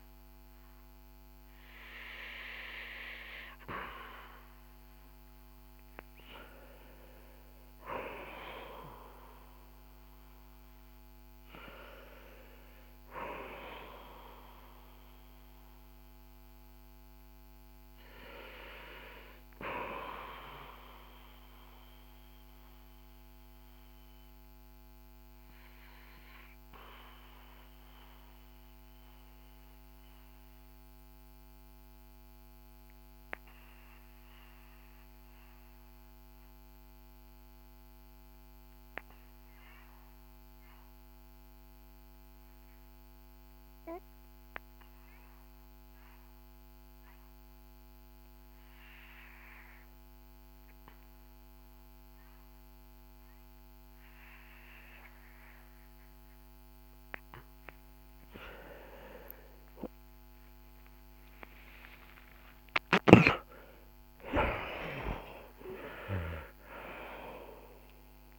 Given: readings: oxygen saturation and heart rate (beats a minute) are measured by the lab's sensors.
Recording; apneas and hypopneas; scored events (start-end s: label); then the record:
breathing in sleep by a microphone on the trachea; 1
0.00-35.50 s: oxygen desaturation (device-marked, oxygen 75% lowest, heart rate 56 extreme)
5.00-10.50 s: arousal
22.50-57.00 s: obstructive apnea (oxygen 85% before, 73% lowest, heart rate 63 before, 56 extreme, up 31 after)
51.50-68.39 s: oxygen desaturation (device-marked, oxygen 96% before, 73% lowest, heart rate 57 before, 51 extreme)
55.50-68.39 s: new sleep stage, N2 (light sleep)
59.00-65.50 s: arousal
From the record:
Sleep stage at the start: REM sleep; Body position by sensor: on the back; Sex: male